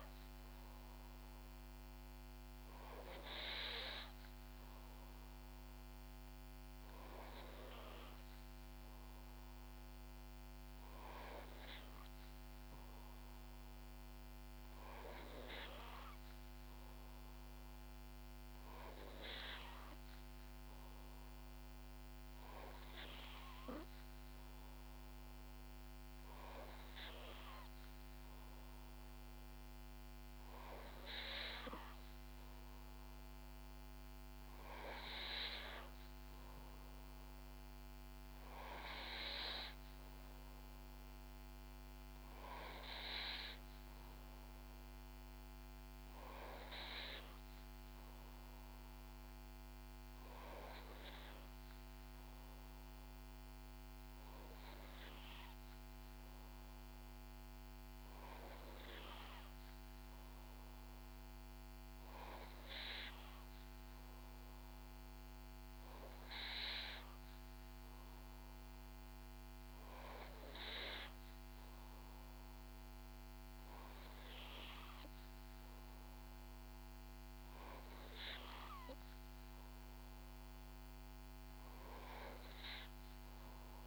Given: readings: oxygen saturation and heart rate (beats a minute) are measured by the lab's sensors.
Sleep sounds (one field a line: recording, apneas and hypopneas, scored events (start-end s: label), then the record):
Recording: breathing in sleep by a microphone on the trachea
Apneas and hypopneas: none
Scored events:
none scored
From the record:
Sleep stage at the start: N2 (light sleep)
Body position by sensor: on the back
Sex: female